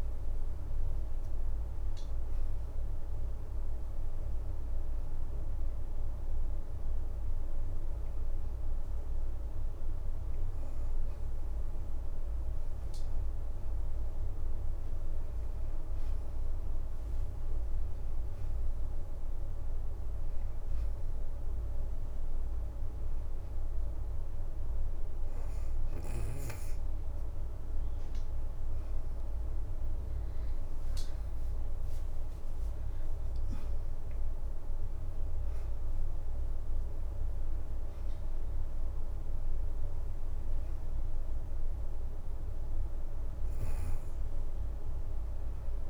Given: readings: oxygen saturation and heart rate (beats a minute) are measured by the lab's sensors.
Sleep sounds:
breathing in sleep, hard to hear, by a room microphone; 1
0.00-3.50 s: oxygen desaturation (device-marked, oxygen 87% lowest, heart rate 82 extreme)
12.50-17.00 s: leg movement (device-marked)
13.50-17.00 s: arousal
17.00-19.00 s: leg movement (device-marked)
19.00-29.50 s: hypopnea (oxygen 94% before, 88% lowest, heart rate 83 before, 81 extreme, up 16 after)
21.50-33.50 s: oxygen desaturation (device-marked, oxygen 93% before, 88% lowest, heart rate 83 before, 81 extreme)
32.00-36.00 s: arousal
35.50-45.90 s: oxygen desaturation (device-marked, oxygen 93% before, 90% lowest, heart rate 86 before, 81 extreme)
40.00-43.50 s: leg movement (device-marked)
From the record:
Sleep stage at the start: N2 (light sleep); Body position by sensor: on the back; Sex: female

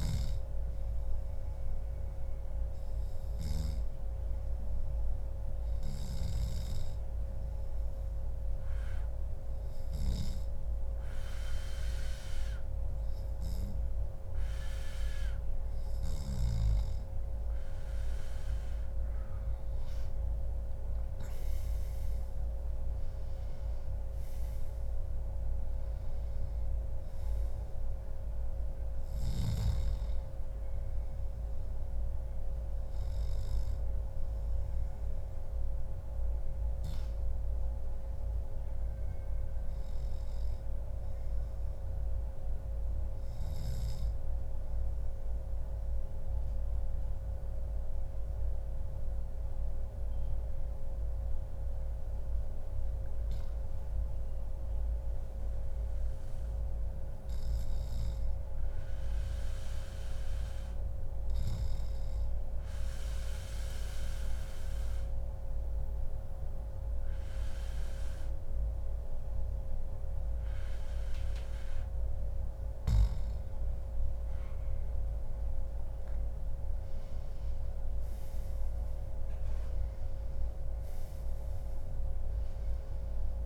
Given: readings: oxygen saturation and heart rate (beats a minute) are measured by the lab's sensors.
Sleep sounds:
breathing in sleep, hard to hear, by a room microphone; 3
0.50-16.50 s: hypopnea (oxygen 96% before, 93% lowest, heart rate 144 before, 109 extreme, up 19 after)
1.00-3.00 s: long interval between heartbeats (device-marked, heart rate 144 before, 135 extreme)
19.00-23.00 s: arousal
42.50-52.50 s: obstructive apnea (oxygen 96% before, 93% lowest, heart rate 145 before, 98 extreme, up 1 after)
56.00-60.00 s: arousal
62.50-73.00 s: obstructive apnea (oxygen 98% before, 93% lowest, heart rate 137 before, 126 extreme, up 17 after)
75.00-79.00 s: arousal
From the record:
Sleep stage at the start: N2 (light sleep); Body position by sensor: on the back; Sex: male

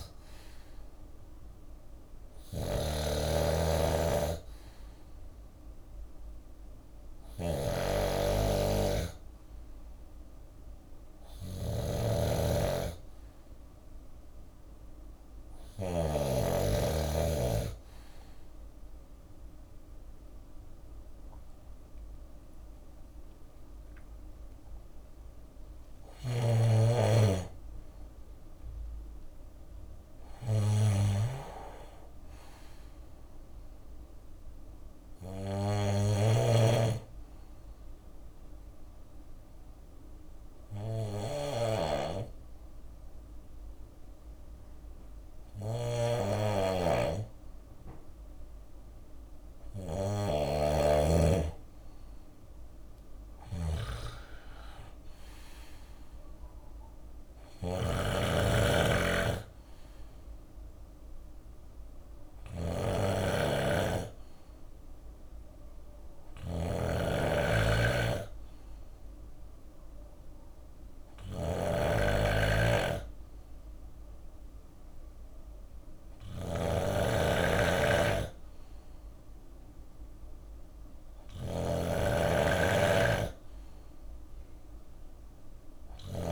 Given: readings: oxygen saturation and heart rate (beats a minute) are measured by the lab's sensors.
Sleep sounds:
breathing in sleep by a room microphone; 1
0.00-15.00 s: snoring (device-marked)
3.50-14.50 s: bradycardia (device-marked, heart rate 64 before, 53 extreme)
22.00-26.50 s: arousal
22.50-37.50 s: drop in pulse transit time (device-marked, heart rate 59 before, 67 extreme)
25.00-86.31 s: snoring (device-marked)
25.50-27.50 s: long interval between heartbeats (device-marked, heart rate 59 before, 80 extreme)
36.50-48.50 s: obstructive apnea (oxygen 97% before, 94% lowest, heart rate 69 before, 59 extreme, up 7 after)
51.50-55.00 s: arousal
54.50-65.50 s: drop in pulse transit time (device-marked, heart rate 64 before, 59 extreme)
From the record:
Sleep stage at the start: N2 (light sleep); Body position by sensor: on the left side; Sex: male

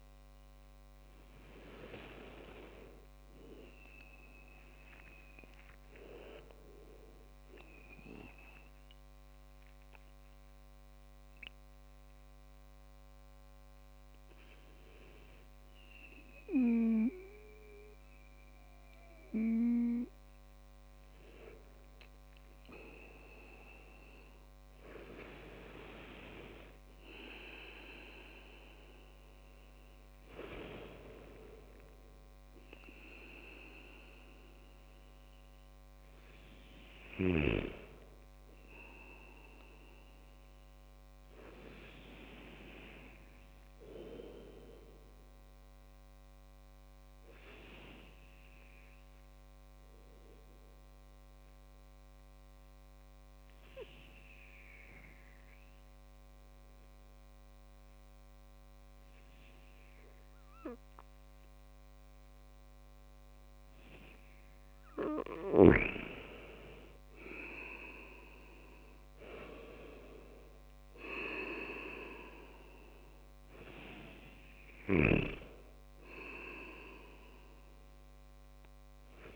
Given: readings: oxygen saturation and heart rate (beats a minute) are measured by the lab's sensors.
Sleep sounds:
breathing in sleep by a microphone on the trachea; 2
4.50-8.00 s: arousal
9.50-22.00 s: hypopnea (oxygen 99% before, 97% lowest, heart rate 58 before, 53 extreme, up 7 after)
23.00-79.36 s: new sleep stage, N2 (light sleep)
23.50-28.00 s: arousal
47.00-62.00 s: obstructive apnea (oxygen 99% before, 96% lowest)
64.50-69.00 s: arousal
From the record:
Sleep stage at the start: N1 (lightest sleep); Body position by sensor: on the back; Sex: male

